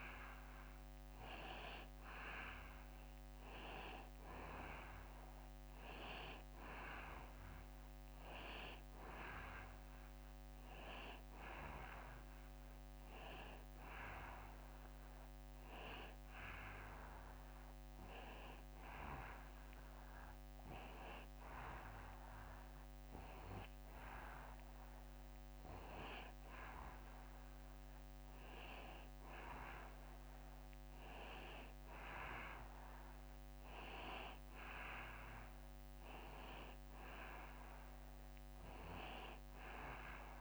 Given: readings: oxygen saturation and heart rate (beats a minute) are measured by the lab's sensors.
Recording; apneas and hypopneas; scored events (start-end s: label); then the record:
breathing in sleep by a microphone on the trachea; none
none scored
From the record:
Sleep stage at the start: N2 (light sleep); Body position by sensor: on the back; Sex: male